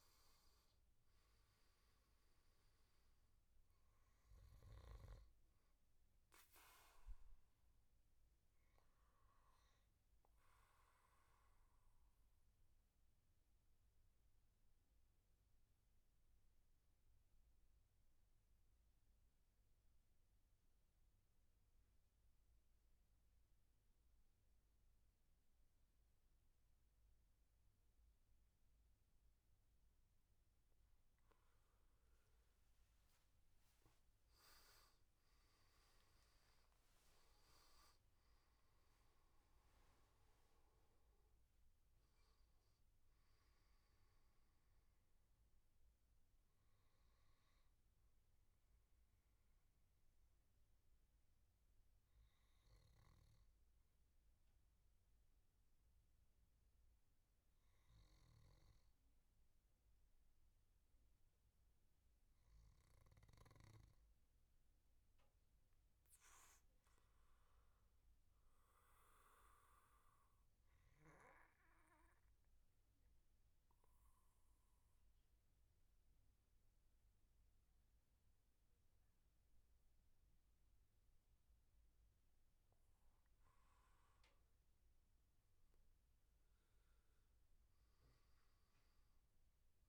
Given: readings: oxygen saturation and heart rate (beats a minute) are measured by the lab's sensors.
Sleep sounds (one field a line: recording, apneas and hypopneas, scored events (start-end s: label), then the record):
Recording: breathing in sleep, hard to hear, by a room microphone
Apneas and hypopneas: 3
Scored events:
0.00-2.50 s: arousal
0.00-13.50 s: oxygen desaturation (device-marked, oxygen 93% lowest, heart rate 77 extreme)
12.00-30.50 s: obstructive apnea (oxygen 96% before, 91% lowest, heart rate 83 before, 76 extreme, up 27 after)
32.50-37.50 s: arousal
33.50-53.50 s: oxygen desaturation (device-marked, oxygen 97% before, 91% lowest, heart rate 79 before, 73 extreme)
34.50-39.50 s: tachycardia (device-marked, heart rate 82 before, 106 extreme)
37.00-39.00 s: long interval between heartbeats (device-marked, heart rate 80 before, 99 extreme)
48.50-63.50 s: obstructive apnea (oxygen 97% before, 92% lowest, heart rate 90 before, 73 extreme, up 6 after)
65.00-69.00 s: arousal
70.50-81.50 s: oxygen desaturation (device-marked, oxygen 98% before, 94% lowest, heart rate 75 before, 75 extreme)
73.00-84.00 s: obstructive apnea (oxygen 99% before, 89% lowest, heart rate 76 before, 75 extreme, up 11 after)
85.50-89.50 s: arousal
From the record:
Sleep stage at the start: N2 (light sleep)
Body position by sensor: on the back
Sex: male